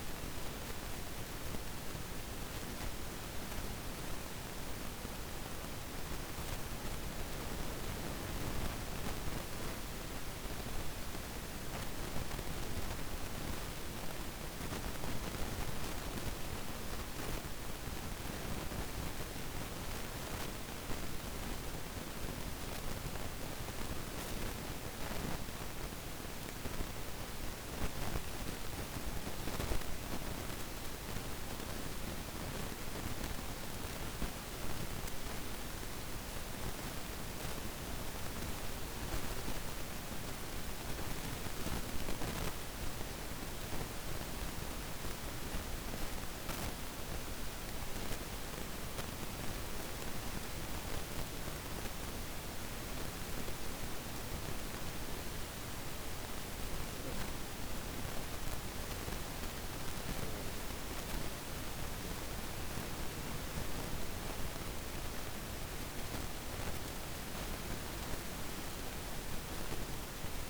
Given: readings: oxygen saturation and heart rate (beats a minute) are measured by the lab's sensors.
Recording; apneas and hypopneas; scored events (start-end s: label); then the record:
breathing in sleep, hard to hear, by a microphone on the trachea; 1
30.50-70.50 s: new sleep stage, N2 (light sleep)
45.00-60.50 s: hypopnea (oxygen 98% before, 96% lowest, heart rate 145 before, 106 extreme, up 49 after)
61.00-66.00 s: arousal
From the record:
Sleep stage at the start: N1 (lightest sleep); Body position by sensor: on the back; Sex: female